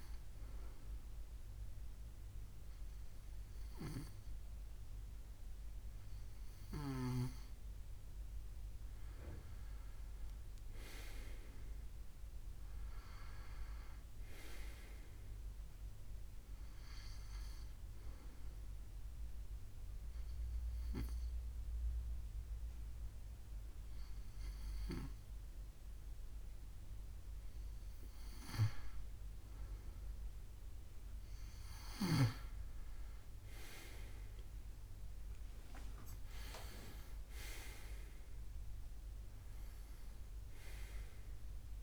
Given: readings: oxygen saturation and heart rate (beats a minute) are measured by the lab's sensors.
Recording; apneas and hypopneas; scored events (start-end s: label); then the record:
breathing in sleep by a room microphone; 1
17.50-28.00 s: obstructive apnea (oxygen 95% before, 90% lowest, heart rate 74 before, 72 extreme, up 25 after)
35.00-39.00 s: arousal
From the record:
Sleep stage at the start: N2 (light sleep); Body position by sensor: on the left side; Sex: male